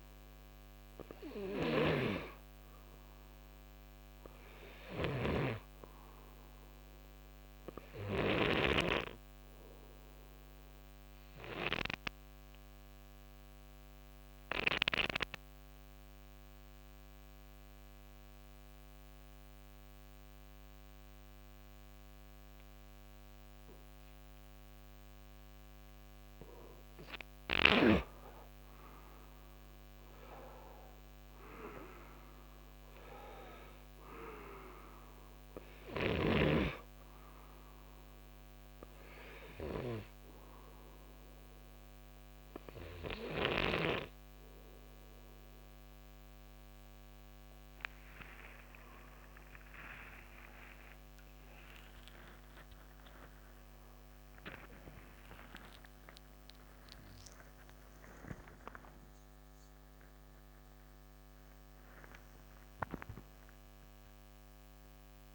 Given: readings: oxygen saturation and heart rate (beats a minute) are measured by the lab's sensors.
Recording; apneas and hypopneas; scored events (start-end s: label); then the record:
a person partly awake in a sleep study, by a microphone on the trachea; 1
0.00-8.50 s: snoring (device-marked)
10.50-27.00 s: obstructive apnea (oxygen 96% before, 89% lowest, heart rate 65 before, 61 extreme, up 10 after)
29.50-51.50 s: oxygen desaturation (device-marked, oxygen 93% before, 89% lowest, heart rate 65 before, 61 extreme)
40.50-65.35 s: new sleep stage, awake
From the record:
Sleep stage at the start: N2 (light sleep); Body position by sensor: on the right side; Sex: male